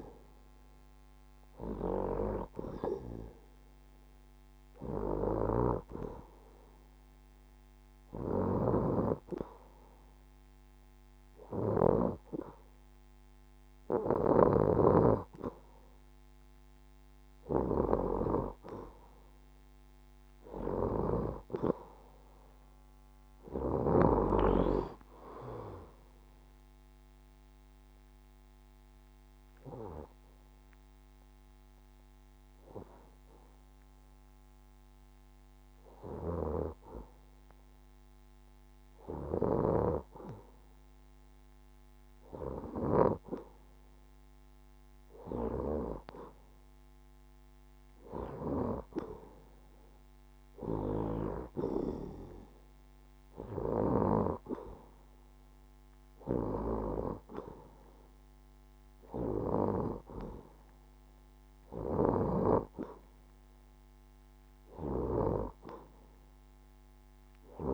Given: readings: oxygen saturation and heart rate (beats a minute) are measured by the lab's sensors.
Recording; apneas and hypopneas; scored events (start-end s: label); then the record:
breathing in sleep by a microphone on the trachea; 1
21.00-24.00 s: arousal
26.00-38.50 s: obstructive apnea (oxygen 91% before, 87% lowest, heart rate 72 before, 66 extreme, up 3 after)
31.00-38.00 s: oxygen desaturation (device-marked, oxygen 91% before, 87% lowest, heart rate 73 before, 66 extreme)
42.50-46.50 s: arousal
59.00-67.00 s: oxygen desaturation (device-marked, oxygen 93% before, 89% lowest, heart rate 71 before, 72 extreme)
From the record:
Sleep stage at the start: N2 (light sleep); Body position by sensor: on the left side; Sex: female